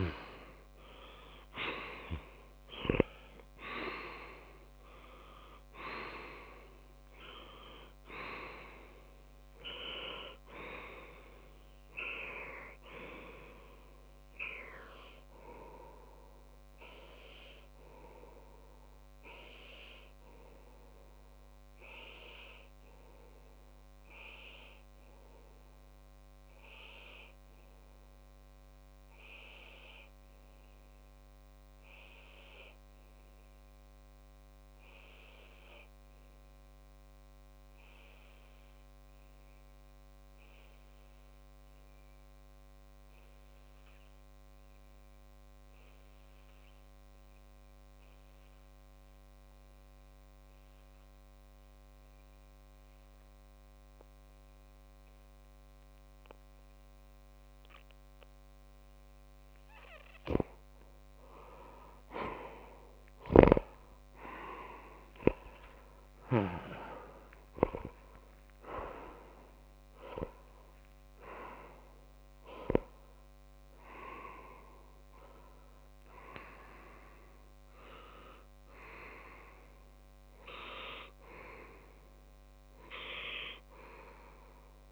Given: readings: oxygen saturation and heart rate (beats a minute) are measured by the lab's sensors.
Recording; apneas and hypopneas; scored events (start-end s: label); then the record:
breathing in sleep by a microphone on the trachea; 1
0.00-3.00 s: arousal
18.50-59.50 s: obstructive apnea (oxygen 95% before, 92% lowest)
49.50-73.50 s: oxygen desaturation (device-marked, oxygen 99% before, 92% lowest)
63.00-67.50 s: arousal
From the record:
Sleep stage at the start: N2 (light sleep); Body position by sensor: on the left side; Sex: male